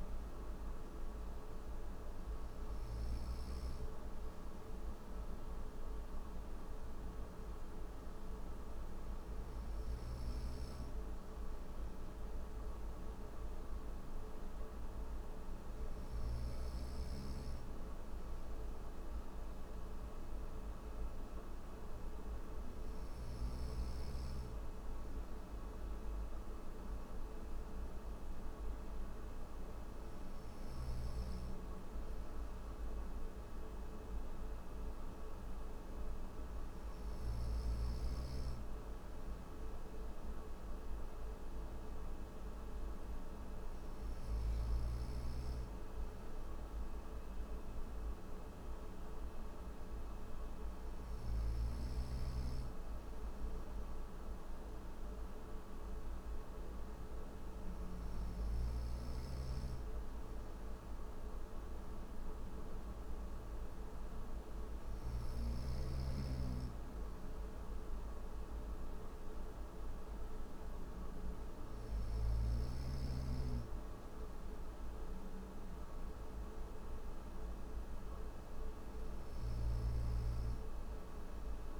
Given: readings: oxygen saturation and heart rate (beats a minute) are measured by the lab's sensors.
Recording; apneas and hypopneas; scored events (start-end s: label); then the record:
breathing in sleep, hard to hear, by a room microphone; none
9.00-15.50 s: snoring (device-marked)
From the record:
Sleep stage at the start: N3 (deep sleep); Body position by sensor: on the right side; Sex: male